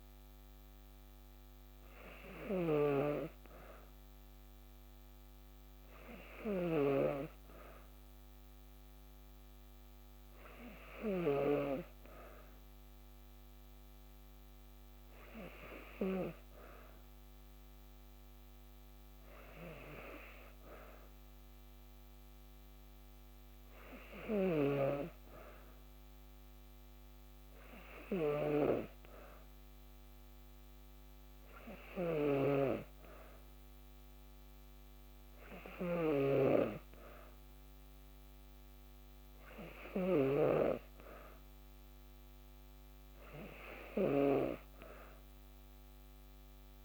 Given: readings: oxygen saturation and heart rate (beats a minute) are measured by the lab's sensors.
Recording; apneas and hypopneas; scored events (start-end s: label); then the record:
breathing in sleep by a microphone on the trachea; none
2.00-6.50 s: snoring (device-marked)
31.50-40.00 s: snoring (device-marked)
From the record:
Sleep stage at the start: N2 (light sleep); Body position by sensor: on the back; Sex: female